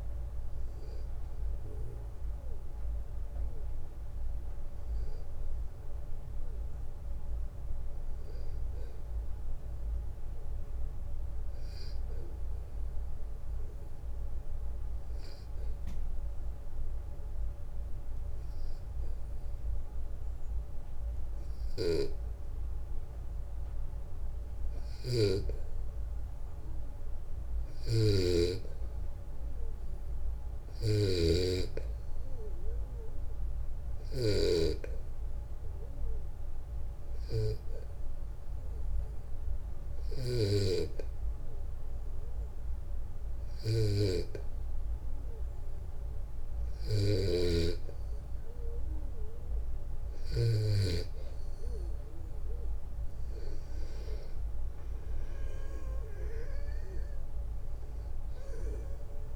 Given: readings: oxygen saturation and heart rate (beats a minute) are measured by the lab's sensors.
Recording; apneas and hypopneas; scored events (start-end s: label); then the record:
breathing in sleep by a room microphone; 1
0.00-1.50 s: oxygen desaturation (device-marked, oxygen 87% lowest, heart rate 57 extreme)
14.50-46.50 s: hypopnea (oxygen 98% before, 91% lowest, heart rate 59 before, 59 extreme, up 5 after)
21.00-25.00 s: snoring (device-marked)
27.00-50.00 s: snoring (device-marked)
48.50-59.36 s: oxygen desaturation (device-marked, oxygen 95% before, 92% lowest, heart rate 65 before, 58 extreme)
51.50-55.00 s: arousal
From the record:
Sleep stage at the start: N2 (light sleep); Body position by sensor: on the back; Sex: male